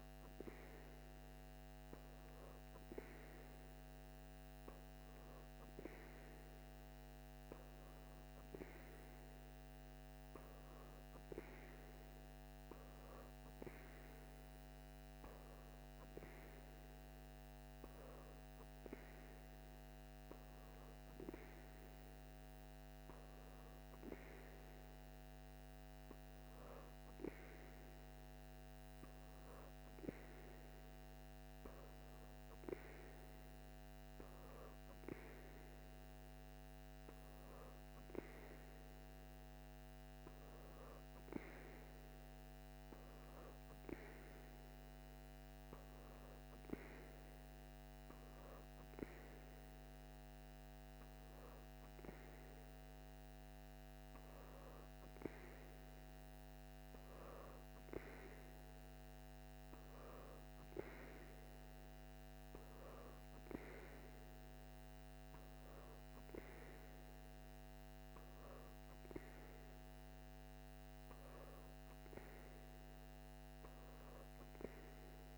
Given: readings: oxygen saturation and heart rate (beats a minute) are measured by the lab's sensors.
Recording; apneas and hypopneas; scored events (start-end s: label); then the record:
breathing in sleep by a microphone on the trachea; none
none scored
From the record:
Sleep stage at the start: N3 (deep sleep); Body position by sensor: on the back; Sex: female